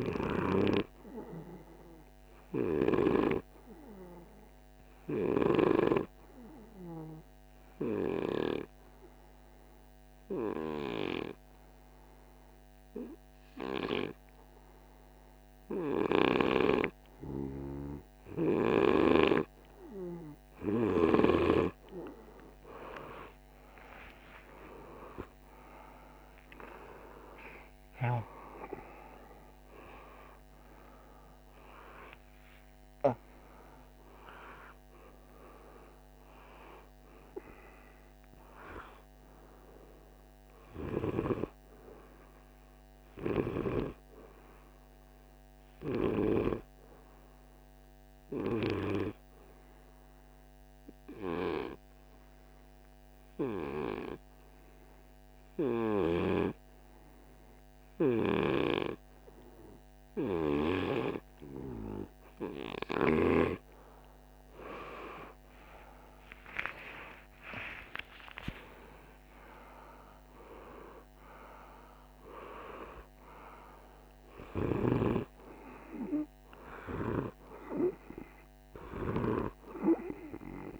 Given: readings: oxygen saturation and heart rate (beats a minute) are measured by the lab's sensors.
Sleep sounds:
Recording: breathing in sleep by a microphone on the trachea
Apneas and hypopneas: 2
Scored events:
0.00-4.50 s: oxygen desaturation (device-marked, oxygen 91% lowest, heart rate 47 extreme)
5.00-19.00 s: hypopnea (oxygen 98% before, 96% lowest, heart rate 55 before, 47 extreme, up 13 after)
20.50-26.00 s: arousal
48.00-61.50 s: hypopnea (oxygen 99% before, 96% lowest, heart rate 54 before, 50 extreme, up 10 after)
64.50-70.00 s: arousal
From the record:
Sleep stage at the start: N2 (light sleep)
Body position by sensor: on the right side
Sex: male

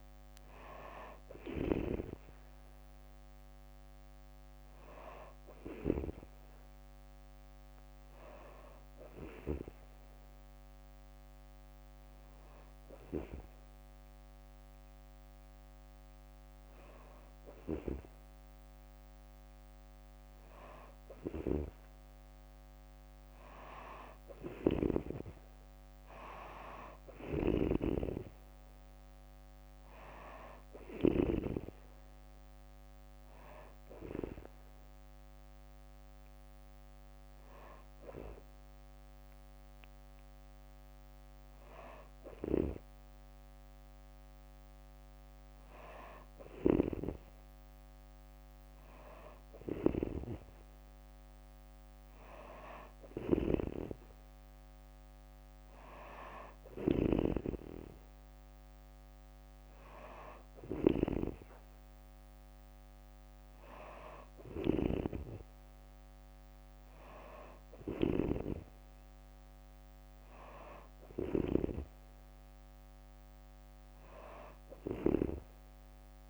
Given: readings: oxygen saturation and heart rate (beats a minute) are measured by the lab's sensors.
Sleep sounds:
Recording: breathing in sleep by a microphone on the trachea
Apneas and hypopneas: none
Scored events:
0.00-5.50 s: snoring (device-marked)
0.00-13.50 s: oxygen desaturation (device-marked, oxygen 91% lowest, heart rate 63 extreme)
26.50-31.00 s: snoring (device-marked)
52.50-71.00 s: snoring (device-marked)
From the record:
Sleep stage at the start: N2 (light sleep)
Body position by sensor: on the back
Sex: female

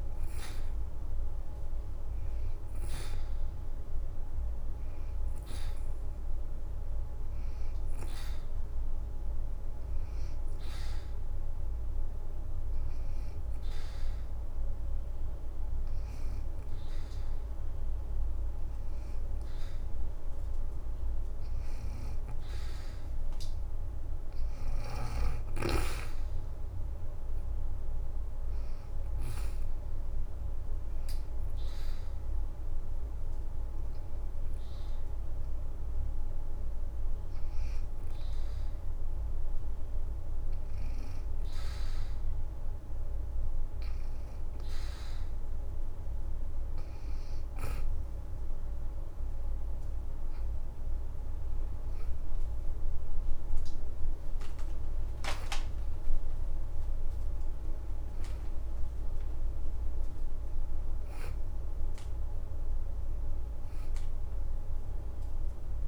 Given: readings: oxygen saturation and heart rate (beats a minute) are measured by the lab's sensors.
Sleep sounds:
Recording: breathing in sleep, hard to hear, by a room microphone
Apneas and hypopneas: 2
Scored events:
8.50-10.00 s: leg movement (device-marked)
9.50-20.50 s: hypopnea (oxygen 92% before, 84% lowest, heart rate 76 before, 66 extreme, up 11 after)
18.50-47.50 s: oxygen desaturation (device-marked, oxygen 91% before, 84% lowest, heart rate 76 before, 66 extreme)
22.50-25.50 s: arousal
31.00-41.50 s: hypopnea (oxygen 91% before, 84% lowest, heart rate 79 before, 66 extreme, up 17 after)
46.00-51.50 s: arousal
49.50-64.50 s: oxygen desaturation (device-marked, oxygen 92% before, 85% lowest, heart rate 77 before, 79 extreme)
53.00-54.50 s: leg movement (device-marked)
From the record:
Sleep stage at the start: N2 (light sleep)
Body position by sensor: on the back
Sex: female

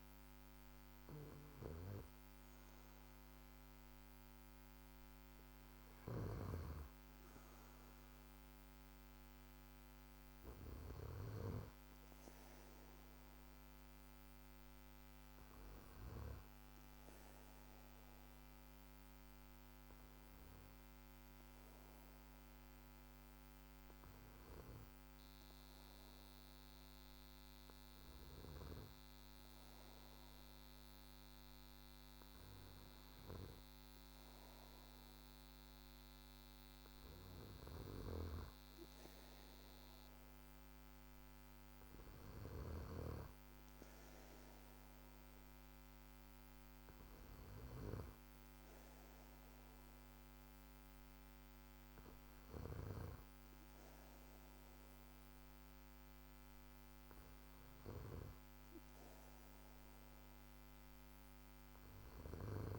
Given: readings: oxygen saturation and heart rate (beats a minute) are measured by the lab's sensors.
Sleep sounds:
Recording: breathing in sleep by a microphone on the trachea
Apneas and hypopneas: none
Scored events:
none scored
From the record:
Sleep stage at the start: N2 (light sleep)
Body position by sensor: on the back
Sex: male

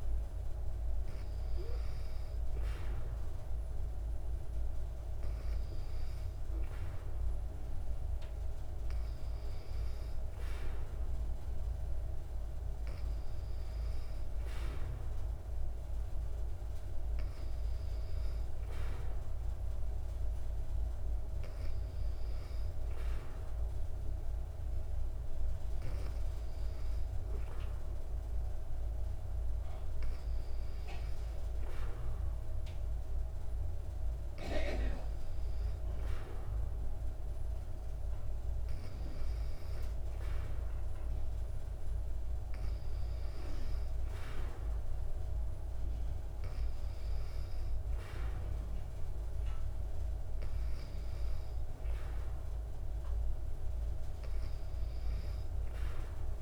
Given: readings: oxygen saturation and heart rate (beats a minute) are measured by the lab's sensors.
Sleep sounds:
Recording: breathing in sleep, hard to hear, by a room microphone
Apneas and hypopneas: none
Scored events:
none scored
From the record:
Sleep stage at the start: N2 (light sleep)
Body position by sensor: on the back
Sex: female

